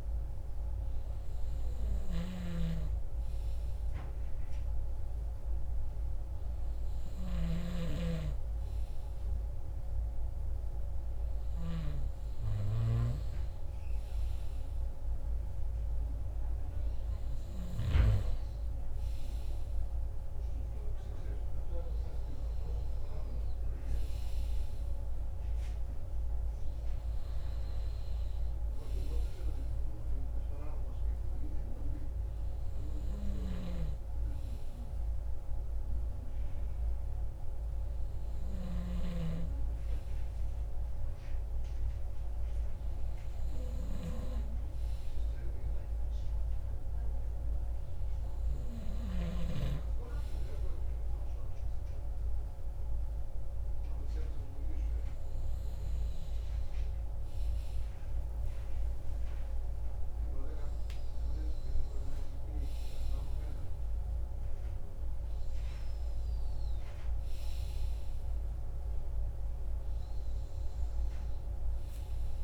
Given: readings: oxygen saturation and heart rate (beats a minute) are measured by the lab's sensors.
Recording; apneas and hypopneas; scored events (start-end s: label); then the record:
breathing in sleep by a room microphone; none
1.50-7.50 s: snoring (device-marked)
5.50-72.44 s: new sleep stage, N2 (light sleep)
55.50-59.50 s: arousal
From the record:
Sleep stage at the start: REM sleep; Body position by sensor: on the right side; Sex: male